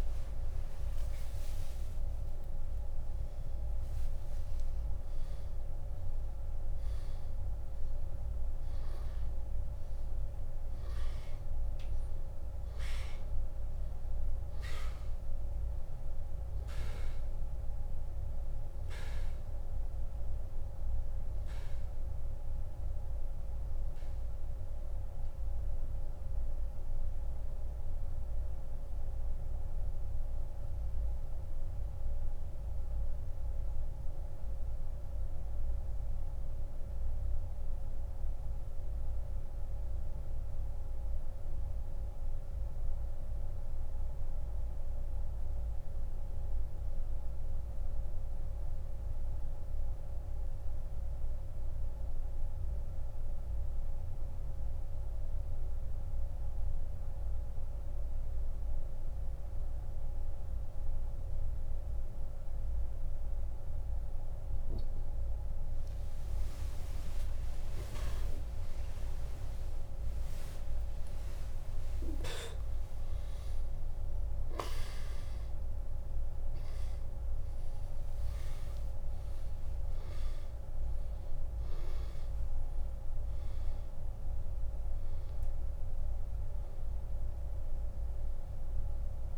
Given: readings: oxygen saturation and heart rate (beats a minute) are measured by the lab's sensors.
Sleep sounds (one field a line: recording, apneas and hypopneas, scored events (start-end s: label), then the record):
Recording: breathing in sleep, hard to hear, by a room microphone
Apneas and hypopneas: 1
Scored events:
0.00-3.50 s: arousal
26.00-65.50 s: mixed apnea (oxygen 98% before, 85% lowest)
36.00-57.00 s: oxygen desaturation (device-marked, oxygen 94% before, 88% lowest)
67.00-73.00 s: arousal
71.00-77.00 s: oxygen desaturation (device-marked, oxygen 98% before, 92% lowest)
From the record:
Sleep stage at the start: N2 (light sleep)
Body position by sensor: on the back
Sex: male